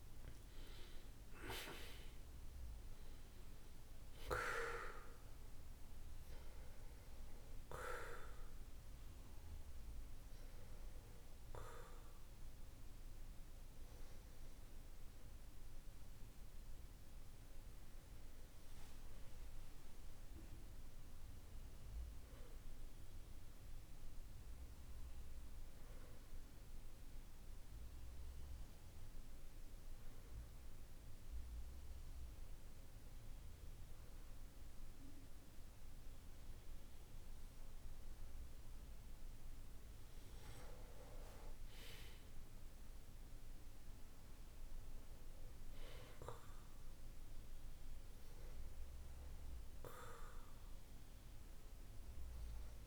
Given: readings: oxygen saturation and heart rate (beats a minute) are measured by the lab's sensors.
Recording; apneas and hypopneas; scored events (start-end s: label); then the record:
breathing in sleep by a room microphone; none
none scored
From the record:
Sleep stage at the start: N2 (light sleep); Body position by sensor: on the back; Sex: male